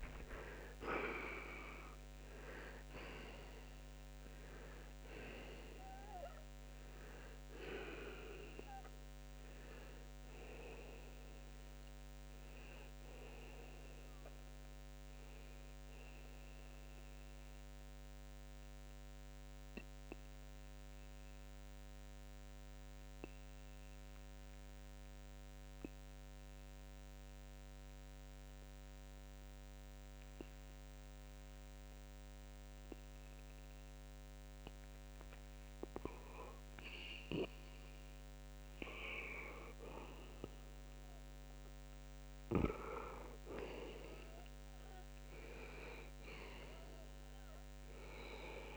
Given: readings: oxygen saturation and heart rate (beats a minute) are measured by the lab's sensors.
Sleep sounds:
breathing in sleep by a microphone on the trachea; 1
18.00-35.00 s: mixed apnea (oxygen 95% before, 82% lowest, heart rate 96 before, 76 extreme, up 15 after)
21.00-41.00 s: oxygen desaturation (device-marked, oxygen 93% before, 82% lowest, heart rate 83 before, 76 extreme)
41.50-46.50 s: arousal
From the record:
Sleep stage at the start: N2 (light sleep); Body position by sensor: on the back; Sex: male

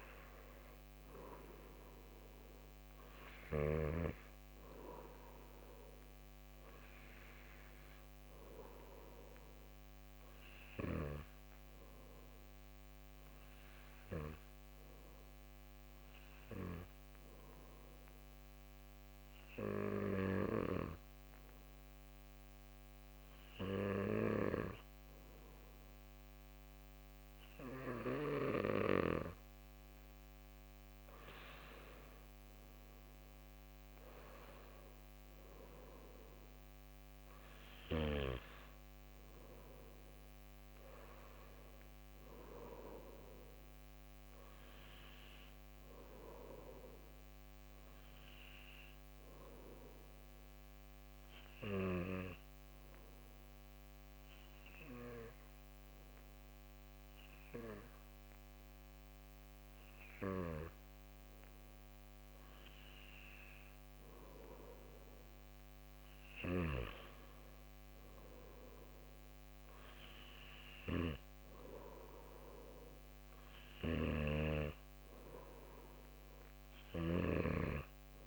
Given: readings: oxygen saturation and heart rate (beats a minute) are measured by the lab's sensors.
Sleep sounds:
breathing in sleep by a microphone on the trachea; 2
0.00-3.00 s: arousal
11.00-29.00 s: hypopnea (oxygen 96% before, 94% lowest, heart rate 36 before, 54 extreme, up 39 after)
33.00-36.50 s: arousal
48.00-62.00 s: hypopnea (oxygen 97% before, 94% lowest, heart rate 126 before, 108 extreme)
63.00-66.00 s: arousal
73.50-77.00 s: snoring (device-marked)
From the record:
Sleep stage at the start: N2 (light sleep); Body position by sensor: on the back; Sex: male

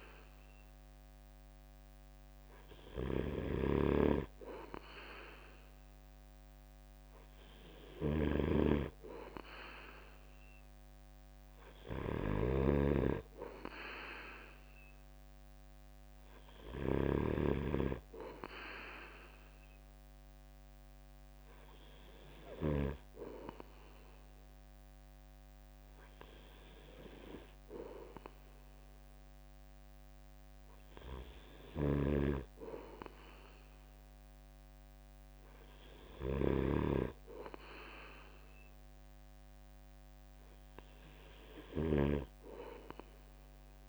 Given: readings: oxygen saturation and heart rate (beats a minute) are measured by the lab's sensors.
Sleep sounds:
breathing in sleep by a microphone on the trachea; none
0.00-17.00 s: snoring (device-marked)
31.50-42.00 s: snoring (device-marked)
From the record:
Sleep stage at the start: N3 (deep sleep); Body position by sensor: on the right side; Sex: male

